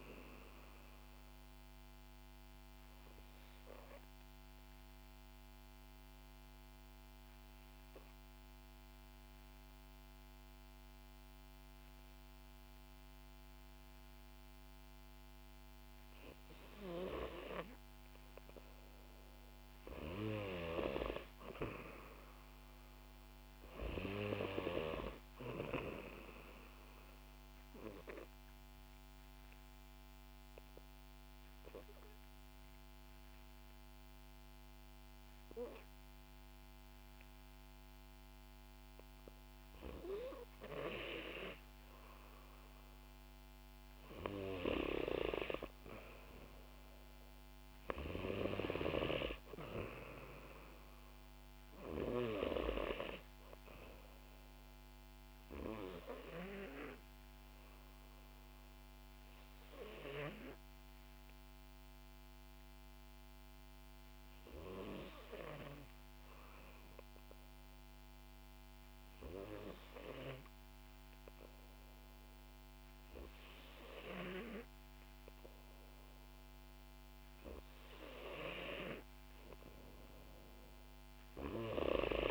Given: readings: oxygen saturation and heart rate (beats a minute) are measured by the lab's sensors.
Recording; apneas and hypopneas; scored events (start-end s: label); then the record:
breathing in sleep by a microphone on the trachea; 3
3.50-16.00 s: obstructive apnea (oxygen 93% before, 91% lowest, heart rate 61 before, 58 extreme, up 7 after)
18.50-23.50 s: arousal
26.00-44.00 s: oxygen desaturation (device-marked, oxygen 95% before, 91% lowest, heart rate 61 before, 61 extreme)
27.50-39.50 s: obstructive apnea (oxygen 95% before, 91% lowest, heart rate 62 before, 62 extreme, up 0 after)
45.00-48.50 s: arousal
58.50-76.00 s: hypopnea (oxygen 95% before, 91% lowest, heart rate 63 before, 60 extreme, up 6 after)
78.50-81.50 s: arousal
From the record:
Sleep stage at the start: N2 (light sleep); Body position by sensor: on the back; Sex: female